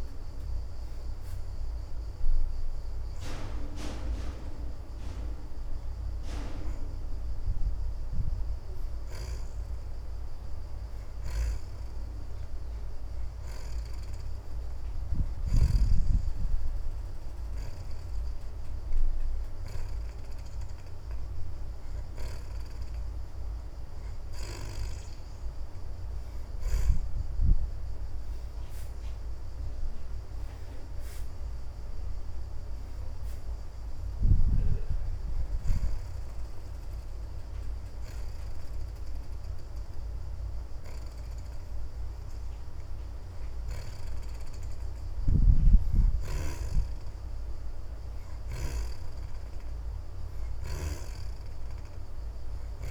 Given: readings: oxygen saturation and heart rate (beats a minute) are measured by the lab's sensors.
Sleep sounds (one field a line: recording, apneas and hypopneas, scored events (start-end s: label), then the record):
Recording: breathing in sleep by a room microphone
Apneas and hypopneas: none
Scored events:
6.50-14.50 s: oxygen desaturation (device-marked, oxygen 71% before, 66% lowest)
47.50-52.91 s: oxygen desaturation (device-marked, oxygen 71% before, 64% lowest)
From the record:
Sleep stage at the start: N2 (light sleep)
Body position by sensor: on the back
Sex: female